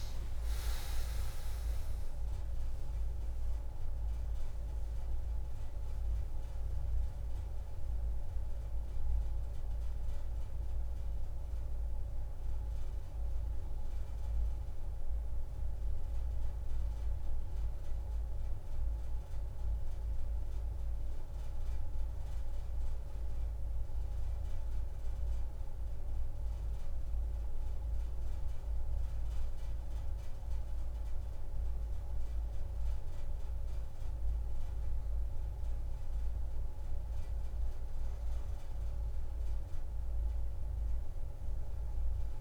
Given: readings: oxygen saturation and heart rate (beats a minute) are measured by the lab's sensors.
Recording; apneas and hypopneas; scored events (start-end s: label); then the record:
a person partly awake in a sleep study, hard to hear, by a room microphone; none
12.00-42.41 s: new sleep stage, N2 (light sleep)
34.00-42.41 s: oxygen desaturation (device-marked, oxygen 98% before, 93% lowest)
From the record:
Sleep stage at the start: awake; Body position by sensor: on the back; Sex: female